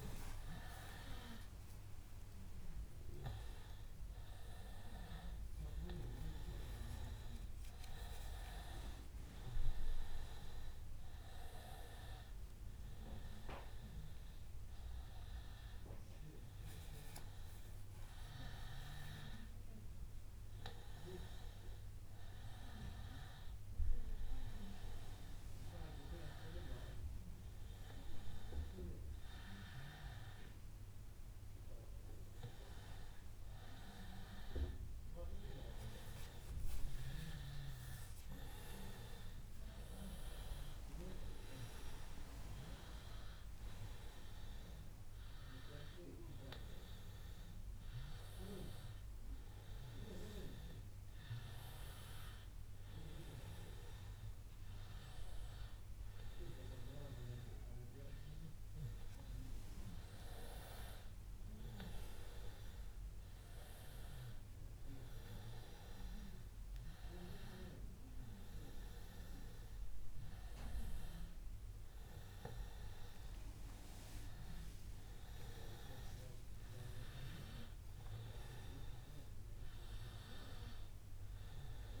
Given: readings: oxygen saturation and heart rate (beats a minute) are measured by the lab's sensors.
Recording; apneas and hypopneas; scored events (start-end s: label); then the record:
breathing in sleep by a room microphone; none
72.50-82.00 s: new sleep stage, awake
From the record:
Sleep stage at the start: N2 (light sleep); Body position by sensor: on the back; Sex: male